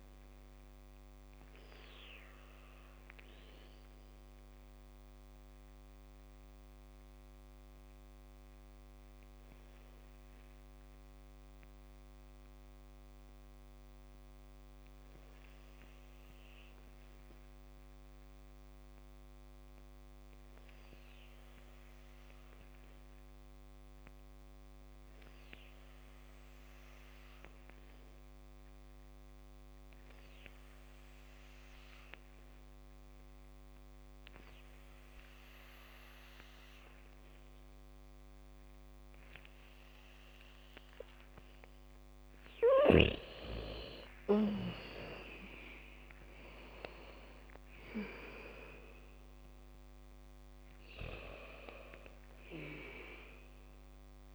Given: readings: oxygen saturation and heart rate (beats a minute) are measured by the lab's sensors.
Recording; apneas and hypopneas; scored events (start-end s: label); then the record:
breathing in sleep by a microphone on the trachea; 1
0.00-17.50 s: oxygen desaturation (device-marked, oxygen 83% lowest, heart rate 52 extreme)
3.50-42.50 s: obstructive apnea (oxygen 99% before, 83% lowest, heart rate 60 before, 54 extreme, up 13 after)
29.50-54.34 s: oxygen desaturation (device-marked, oxygen 98% before, 84% lowest, heart rate 73 before, 35 extreme)
39.50-44.50 s: bradycardia (device-marked, heart rate 69 before, 58 extreme)
43.50-48.50 s: arousal
From the record:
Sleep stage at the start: N2 (light sleep); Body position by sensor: on the back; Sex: female